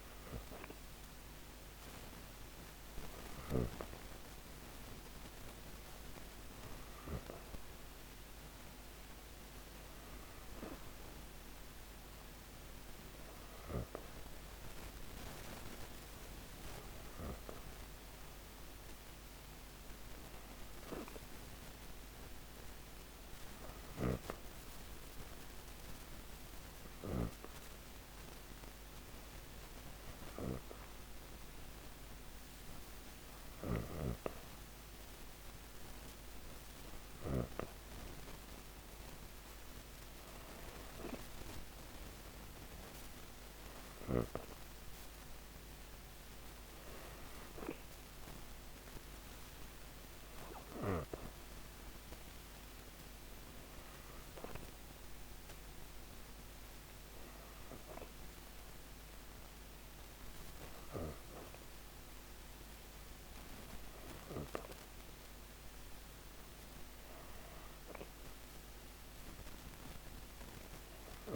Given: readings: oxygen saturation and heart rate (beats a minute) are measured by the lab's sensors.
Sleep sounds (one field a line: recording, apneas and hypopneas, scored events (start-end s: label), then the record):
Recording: breathing in sleep by a microphone on the trachea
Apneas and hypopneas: 1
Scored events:
9.00-12.00 s: arousal
19.00-33.00 s: hypopnea (oxygen 96% before, 92% lowest, heart rate 120 before, 112 extreme, up 15 after)
32.00-42.00 s: oxygen desaturation (device-marked, oxygen 95% before, 92% lowest, heart rate 123 before, 112 extreme)
39.50-42.50 s: arousal
From the record:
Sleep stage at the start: N2 (light sleep)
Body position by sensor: on the back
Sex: female